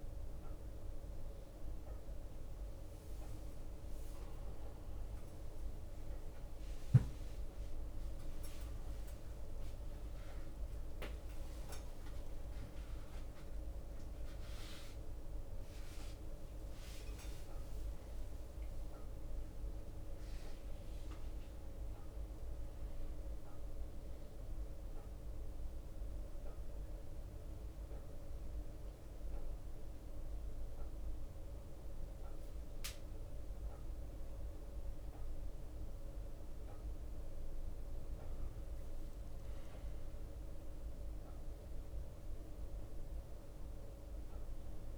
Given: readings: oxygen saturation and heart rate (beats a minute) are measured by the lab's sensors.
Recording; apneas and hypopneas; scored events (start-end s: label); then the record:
a person awake in a sleep study, hard to hear, by a room microphone; none
7.00-24.00 s: drop in pulse transit time (device-marked, heart rate 72 before, 58 extreme)
7.00-31.00 s: oxygen desaturation (device-marked, oxygen 95% before, 90% lowest, heart rate 72 before, 44 extreme)
9.50-11.50 s: long interval between heartbeats (device-marked, heart rate 71 before, 70 extreme)
21.00-29.00 s: bradycardia (device-marked, heart rate 59 before, 53 extreme)
21.50-23.50 s: long interval between heartbeats (device-marked, heart rate 67 before, 70 extreme)
27.50-29.50 s: long interval between heartbeats (device-marked, heart rate 64 before, 53 extreme)
30.00-44.00 s: bradycardia (device-marked, heart rate 58 before, 44 extreme)
33.50-35.50 s: long interval between heartbeats (device-marked, heart rate 60 before, 59 extreme)
36.50-38.50 s: long interval between heartbeats (device-marked, heart rate 60 before, 59 extreme)
38.00-44.98 s: drop in pulse transit time (device-marked, heart rate 60 before, 44 extreme)
43.00-44.98 s: long interval between heartbeats (device-marked, heart rate 55 before, 53 extreme)
From the record:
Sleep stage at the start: awake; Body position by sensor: upright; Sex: male